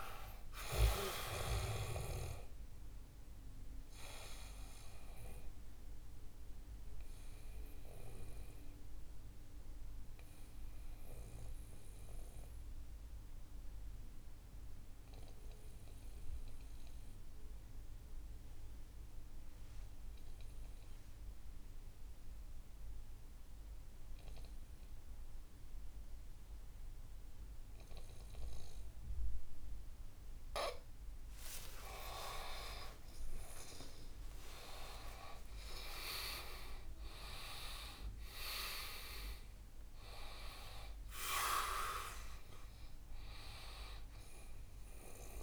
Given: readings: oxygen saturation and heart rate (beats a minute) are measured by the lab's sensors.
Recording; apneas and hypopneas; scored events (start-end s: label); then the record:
breathing in sleep by a room microphone; 1
4.50-30.50 s: obstructive apnea (oxygen 99% before, 89% lowest, heart rate 70 before, 60 extreme, up 10 after)
20.00-26.00 s: oxygen desaturation (device-marked, oxygen 93% before, 89% lowest, heart rate 67 before, 64 extreme)
32.00-36.50 s: arousal
From the record:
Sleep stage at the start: N2 (light sleep); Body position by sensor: on the back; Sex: male